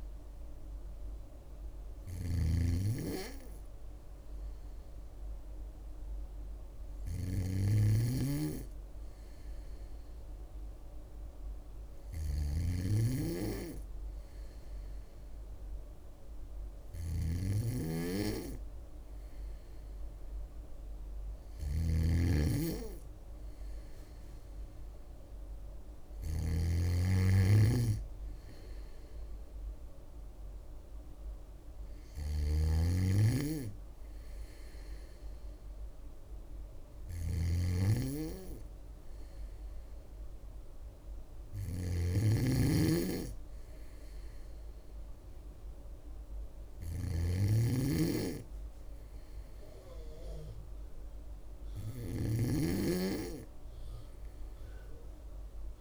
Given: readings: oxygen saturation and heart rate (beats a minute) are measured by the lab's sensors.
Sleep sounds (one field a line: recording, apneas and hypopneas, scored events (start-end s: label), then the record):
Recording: breathing in sleep by a room microphone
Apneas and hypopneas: none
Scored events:
0.00-55.81 s: snoring (device-marked)
From the record:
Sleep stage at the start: N3 (deep sleep)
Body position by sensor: on the back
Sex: female